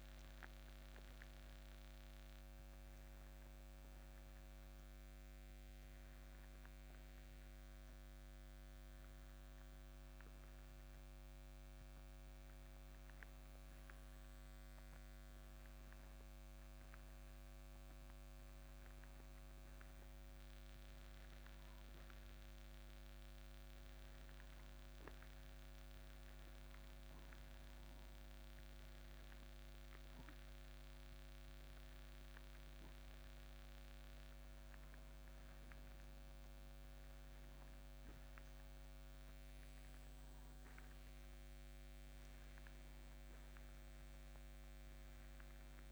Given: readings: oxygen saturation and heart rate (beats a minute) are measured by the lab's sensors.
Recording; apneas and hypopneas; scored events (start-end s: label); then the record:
breathing in sleep, hard to hear, by a microphone on the trachea; 1
0.50-11.50 s: obstructive apnea (oxygen 96% before, 92% lowest, heart rate 63 before, 58 extreme, up 3 after)
14.00-17.50 s: arousal
20.00-33.00 s: oxygen desaturation (device-marked, oxygen 96% before, 92% lowest, heart rate 59 before, 59 extreme)
36.00-40.50 s: arousal
43.00-45.92 s: oxygen desaturation (device-marked, oxygen 97% before, 94% lowest, heart rate 62 before, 59 extreme)
From the record:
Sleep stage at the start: N2 (light sleep); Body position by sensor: on the back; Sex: male